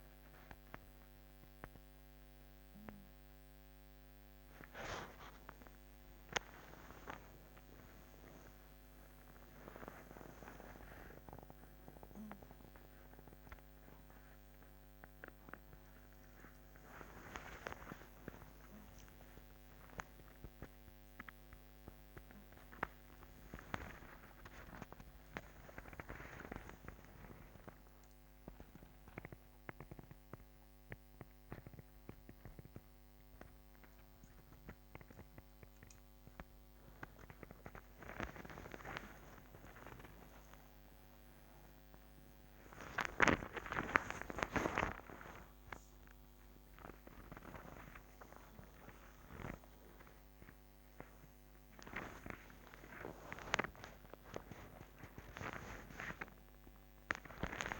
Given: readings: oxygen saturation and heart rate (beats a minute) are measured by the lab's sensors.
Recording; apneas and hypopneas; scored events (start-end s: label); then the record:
a person awake in a sleep study, by a microphone on the trachea; none
none scored
From the record:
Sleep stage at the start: awake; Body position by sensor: on the right side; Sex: female